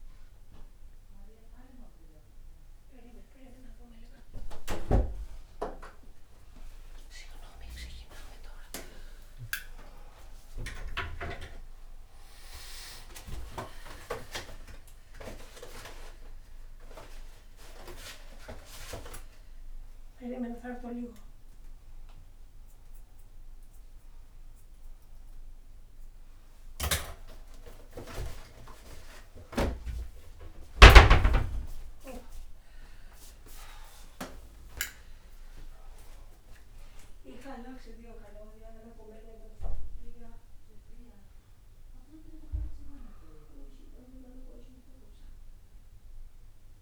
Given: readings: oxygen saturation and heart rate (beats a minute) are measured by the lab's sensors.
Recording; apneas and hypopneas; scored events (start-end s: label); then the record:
a person partly awake in a sleep study, by a room microphone; none
20.50-46.82 s: new sleep stage, N2 (light sleep)
From the record:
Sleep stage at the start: awake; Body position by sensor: on the back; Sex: male